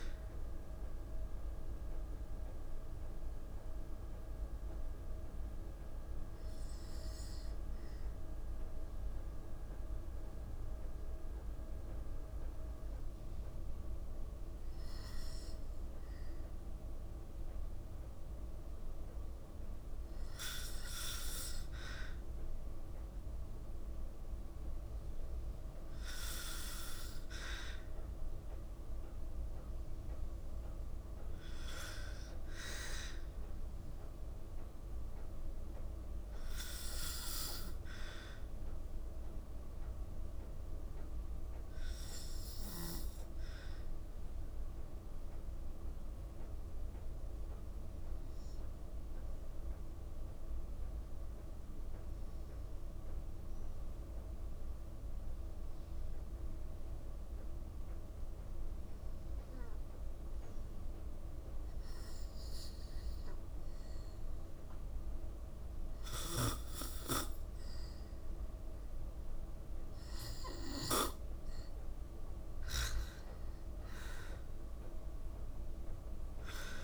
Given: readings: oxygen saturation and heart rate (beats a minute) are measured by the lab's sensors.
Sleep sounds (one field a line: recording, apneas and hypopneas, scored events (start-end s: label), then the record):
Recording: breathing in sleep by a room microphone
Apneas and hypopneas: 2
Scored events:
0.50-17.50 s: hypopnea (oxygen 97% before, 95% lowest, heart rate 57 before, 54 extreme, up 0 after)
21.50-25.50 s: arousal
44.00-65.00 s: obstructive apnea (oxygen 97% before, 91% lowest, heart rate 55 before, 52 extreme, up 15 after)
69.50-73.00 s: arousal
74.00-76.84 s: oxygen desaturation (device-marked, oxygen 96% before, 91% lowest, heart rate 58 before, 54 extreme)
From the record:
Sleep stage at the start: N2 (light sleep)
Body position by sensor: on the back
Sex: female